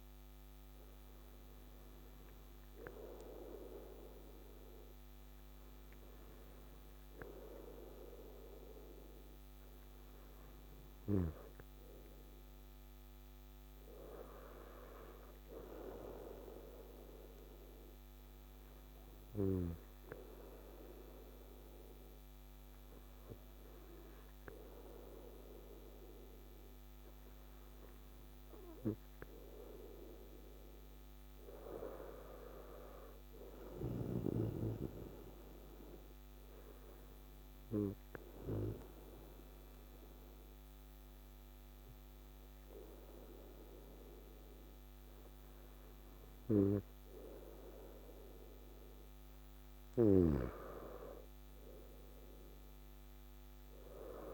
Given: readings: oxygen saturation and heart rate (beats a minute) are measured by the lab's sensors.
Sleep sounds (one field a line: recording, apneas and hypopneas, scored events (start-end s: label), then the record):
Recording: breathing in sleep by a microphone on the trachea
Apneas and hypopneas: 1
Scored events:
34.00-48.00 s: obstructive apnea (oxygen 97% before, 93% lowest, heart rate 60 before, 58 extreme, up 6 after)
50.00-54.34 s: arousal
From the record:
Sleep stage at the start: N2 (light sleep)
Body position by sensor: on the right side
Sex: male